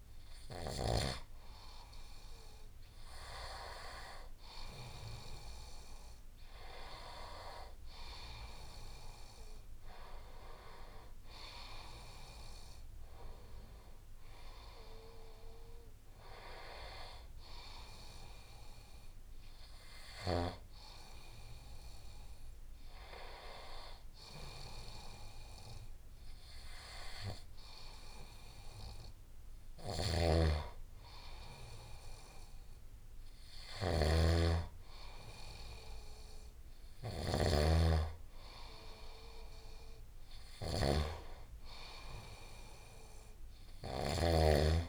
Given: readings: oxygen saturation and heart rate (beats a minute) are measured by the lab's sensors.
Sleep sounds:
breathing in sleep by a room microphone; none
29.50-44.89 s: snoring (device-marked)
From the record:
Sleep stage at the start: N1 (lightest sleep); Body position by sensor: on the right side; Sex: male

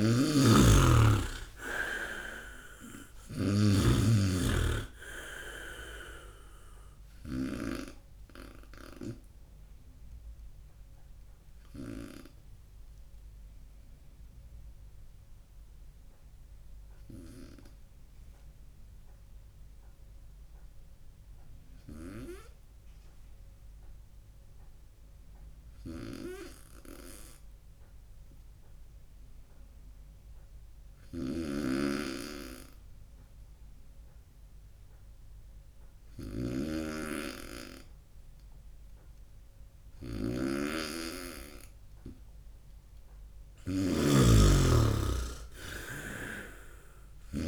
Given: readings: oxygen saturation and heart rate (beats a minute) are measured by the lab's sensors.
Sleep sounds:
breathing in sleep by a room microphone; 1
0.00-10.50 s: oxygen desaturation (device-marked, oxygen 95% lowest, heart rate 61 extreme)
0.00-12.00 s: snoring (device-marked)
11.50-43.00 s: obstructive apnea (oxygen 98% before, 93% lowest, heart rate 73 before, 60 extreme, up 12 after)
23.50-29.50 s: oxygen desaturation (device-marked, oxygen 96% before, 93% lowest, heart rate 69 before, 63 extreme)
25.50-44.00 s: snoring (device-marked)
45.00-47.48 s: arousal
From the record:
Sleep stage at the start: N2 (light sleep); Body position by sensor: on the right side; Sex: male

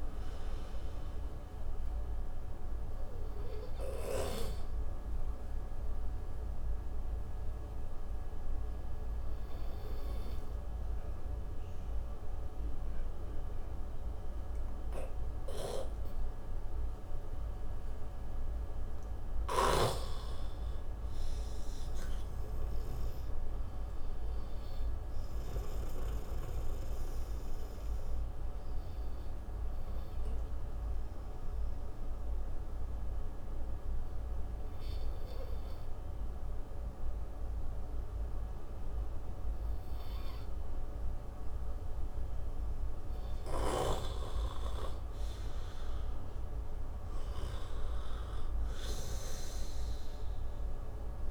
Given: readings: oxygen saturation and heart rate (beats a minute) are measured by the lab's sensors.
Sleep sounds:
breathing in sleep by a room microphone; 2
5.50-19.50 s: obstructive apnea (oxygen 95% before, 89% lowest, heart rate 72 before, 55 extreme, up 19 after)
21.00-24.00 s: arousal
28.50-42.50 s: obstructive apnea (oxygen 94% before, 89% lowest, heart rate 63 before, 59 extreme, up 17 after)
47.00-50.50 s: arousal
From the record:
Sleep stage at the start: N2 (light sleep); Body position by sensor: on the right side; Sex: male

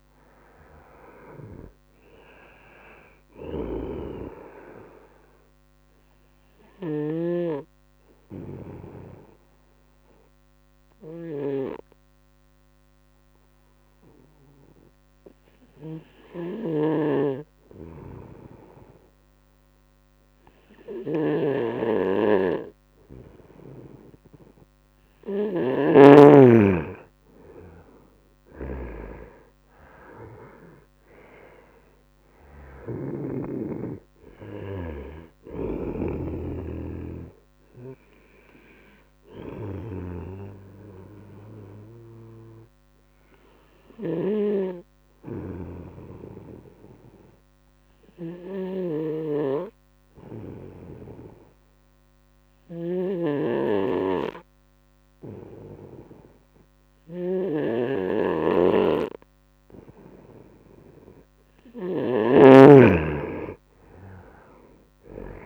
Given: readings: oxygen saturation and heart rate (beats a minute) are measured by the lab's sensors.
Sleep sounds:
breathing in sleep by a microphone on the trachea; 2
1.00-26.00 s: oxygen desaturation (device-marked, oxygen 97% before, 91% lowest, heart rate 75 before, 72 extreme)
6.50-23.50 s: obstructive apnea (oxygen 97% before, 91% lowest, heart rate 76 before, 72 extreme, up 3 after)
16.00-25.50 s: snoring (device-marked)
28.00-31.50 s: arousal
32.00-57.00 s: oxygen desaturation (device-marked, oxygen 98% before, 91% lowest, heart rate 73 before, 71 extreme)
37.50-60.00 s: obstructive apnea (oxygen 98% before, 89% lowest, heart rate 75 before, 71 extreme, up 3 after)
43.50-61.50 s: snoring (device-marked)
63.50-65.46 s: arousal
From the record:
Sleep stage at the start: N2 (light sleep); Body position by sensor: on the right side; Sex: male

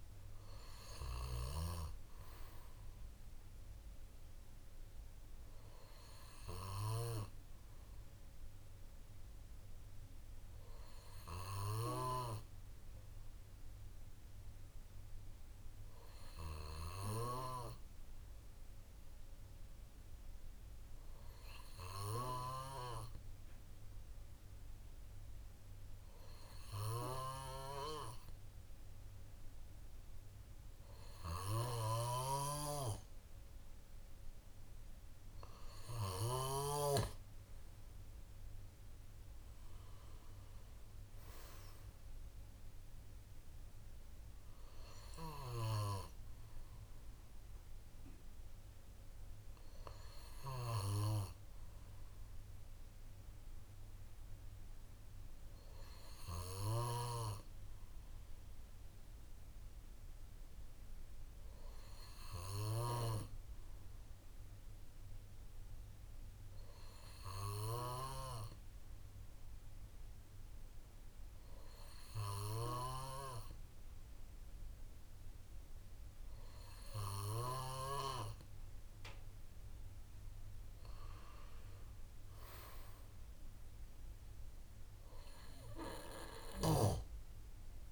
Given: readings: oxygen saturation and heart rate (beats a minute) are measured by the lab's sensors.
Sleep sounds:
a person awake in a sleep study, by a room microphone; none
0.00-1.50 s: snoring (device-marked)
31.00-36.50 s: snoring (device-marked)
56.50-63.00 s: snoring (device-marked)
From the record:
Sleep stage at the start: awake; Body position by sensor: on the left side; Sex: male

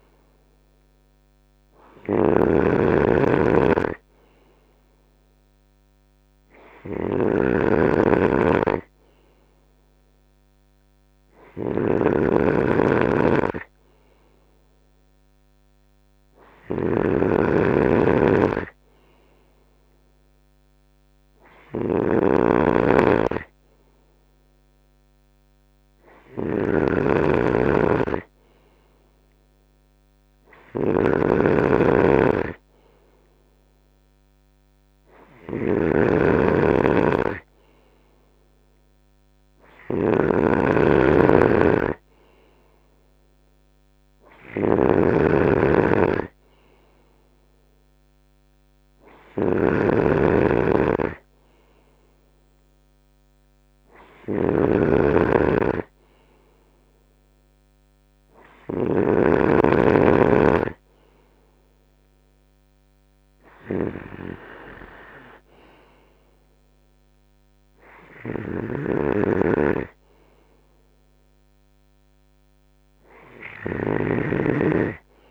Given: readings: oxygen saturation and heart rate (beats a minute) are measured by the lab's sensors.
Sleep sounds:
breathing in sleep by a microphone on the trachea; none
0.00-75.31 s: snoring (device-marked)
63.50-75.31 s: drop in pulse transit time (device-marked, heart rate 74 before, 67 extreme)
From the record:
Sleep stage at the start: N3 (deep sleep); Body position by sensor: on the right side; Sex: male

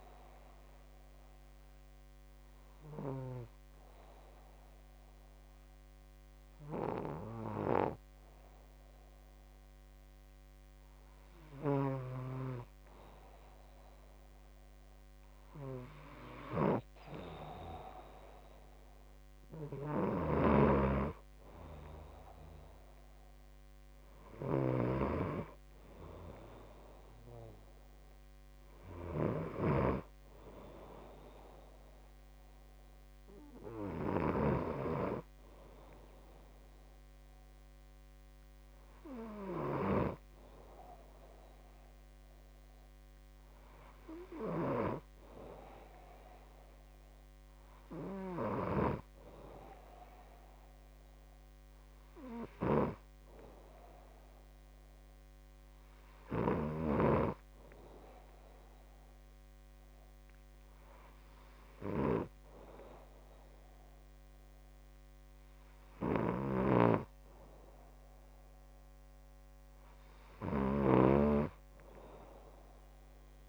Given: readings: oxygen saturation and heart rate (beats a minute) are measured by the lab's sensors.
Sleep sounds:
breathing in sleep by a microphone on the trachea; none
none scored
From the record:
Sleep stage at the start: N2 (light sleep); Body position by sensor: on the back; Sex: male

